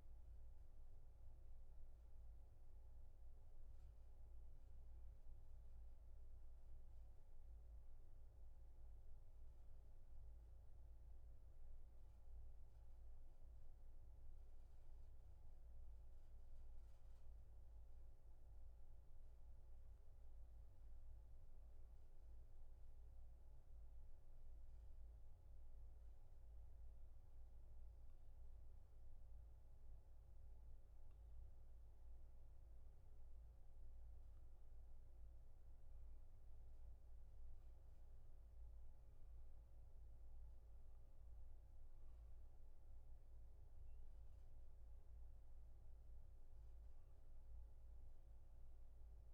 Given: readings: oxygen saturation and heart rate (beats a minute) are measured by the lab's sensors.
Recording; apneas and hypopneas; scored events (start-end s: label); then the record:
breathing in sleep, hard to hear, by a room microphone; none
14.00-49.34 s: new sleep stage, N2 (light sleep)
28.00-49.34 s: oxygen desaturation (device-marked, oxygen 95% before, 91% lowest, heart rate 69 before, 65 extreme)
From the record:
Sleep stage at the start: N1 (lightest sleep); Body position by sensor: on the back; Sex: male